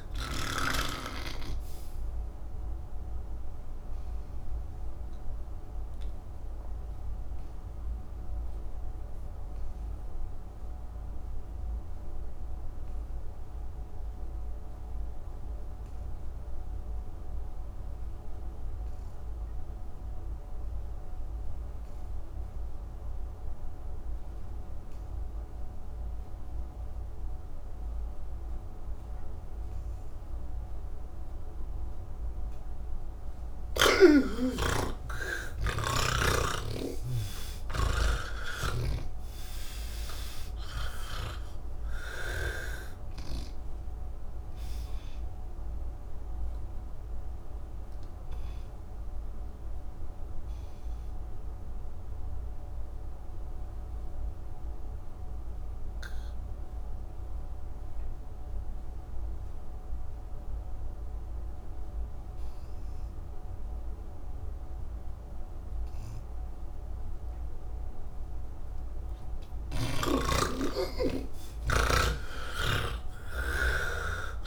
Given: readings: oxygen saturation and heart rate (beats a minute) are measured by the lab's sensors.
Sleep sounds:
breathing in sleep by a room microphone; 2
0.00-15.50 s: oxygen desaturation (device-marked, oxygen 78% lowest, heart rate 85 extreme)
4.50-74.47 s: new sleep stage, N1 (lightest sleep)
7.50-32.50 s: obstructive apnea (oxygen 96% before, 78% lowest, heart rate 129 before, 96 extreme, up 35 after)
25.50-61.50 s: oxygen desaturation (device-marked, oxygen 99% before, 78% lowest, heart rate 172 before, 68 extreme)
38.50-43.00 s: snoring (device-marked)
47.00-69.50 s: obstructive apnea (oxygen 99% before, 78% lowest, heart rate 187 before, 68 extreme, up 29 after)
72.50-74.47 s: snoring (device-marked)
From the record:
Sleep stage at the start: N2 (light sleep); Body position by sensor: on the back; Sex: male

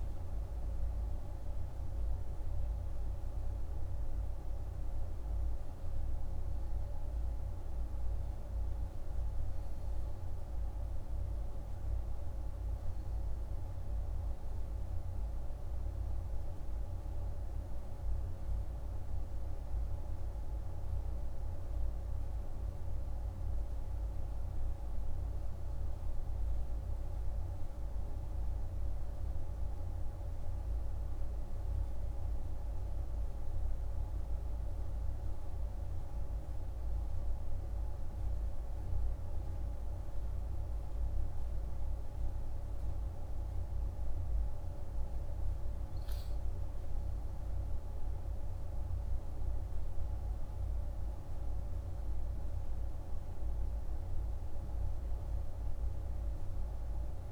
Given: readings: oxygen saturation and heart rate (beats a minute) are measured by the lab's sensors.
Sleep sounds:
breathing in sleep, hard to hear, by a room microphone; none
none scored
From the record:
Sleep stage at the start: N1 (lightest sleep); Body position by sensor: on the back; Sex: male

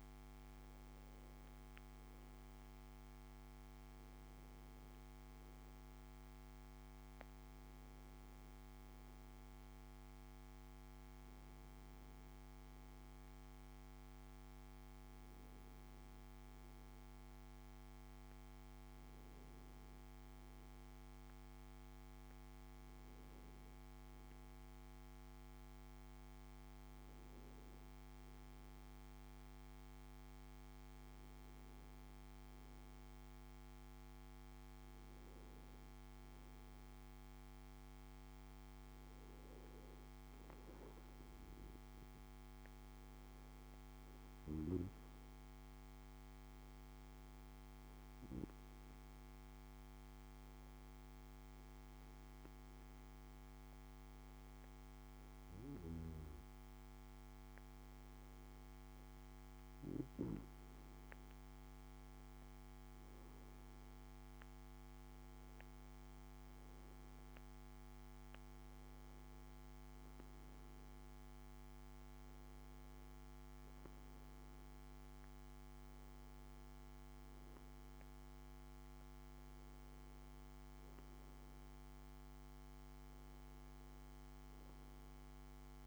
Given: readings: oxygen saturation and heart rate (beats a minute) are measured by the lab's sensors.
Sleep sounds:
breathing in sleep, hard to hear, by a microphone on the trachea; none
none scored
From the record:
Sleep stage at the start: N2 (light sleep); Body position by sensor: on the back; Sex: male

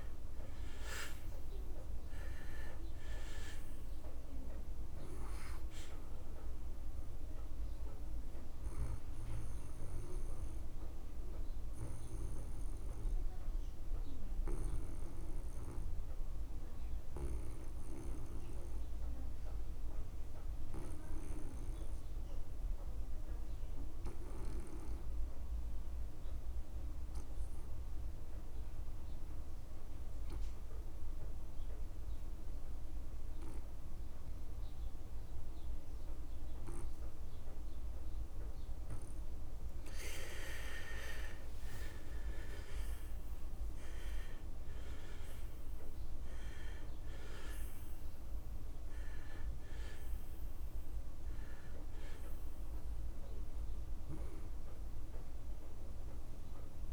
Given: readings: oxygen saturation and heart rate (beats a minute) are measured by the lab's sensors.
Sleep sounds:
breathing in sleep by a room microphone; 1
0.00-25.50 s: oxygen desaturation (device-marked, oxygen 87% lowest)
9.00-39.00 s: obstructive apnea (oxygen 97% before, 84% lowest)
38.50-56.93 s: oxygen desaturation (device-marked, oxygen 98% before, 84% lowest)
41.50-45.50 s: arousal
From the record:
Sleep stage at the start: N2 (light sleep); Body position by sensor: on the back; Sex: male

